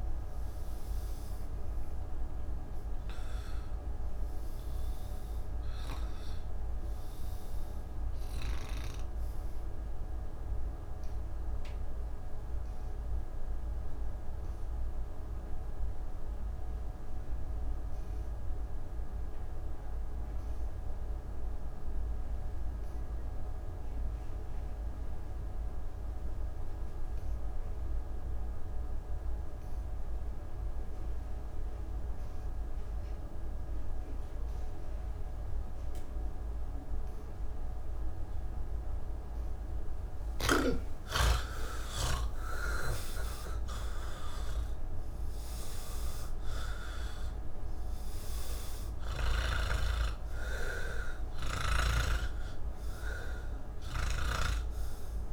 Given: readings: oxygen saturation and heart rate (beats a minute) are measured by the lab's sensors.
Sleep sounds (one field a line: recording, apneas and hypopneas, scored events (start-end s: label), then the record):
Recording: breathing in sleep by a room microphone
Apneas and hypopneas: 1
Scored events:
0.00-20.00 s: oxygen desaturation (device-marked, oxygen 82% lowest, heart rate 80 extreme)
11.50-40.00 s: obstructive apnea (oxygen 97% before, 83% lowest, heart rate 168 before, 80 extreme, up 34 after)
34.00-55.32 s: oxygen desaturation (device-marked, oxygen 98% before, 84% lowest, heart rate 156 before, 80 extreme)
From the record:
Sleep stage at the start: N1 (lightest sleep)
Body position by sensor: on the back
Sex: male